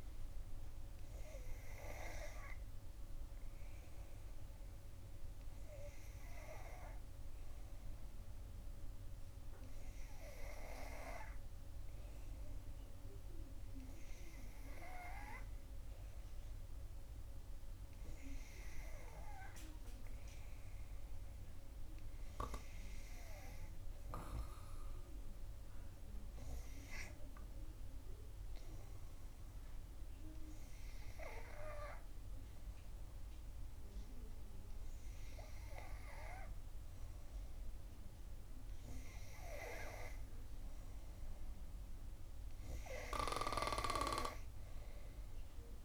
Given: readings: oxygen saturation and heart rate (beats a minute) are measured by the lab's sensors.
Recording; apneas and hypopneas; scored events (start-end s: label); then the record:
breathing in sleep by a room microphone; none
none scored
From the record:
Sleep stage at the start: N2 (light sleep); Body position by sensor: on the back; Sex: female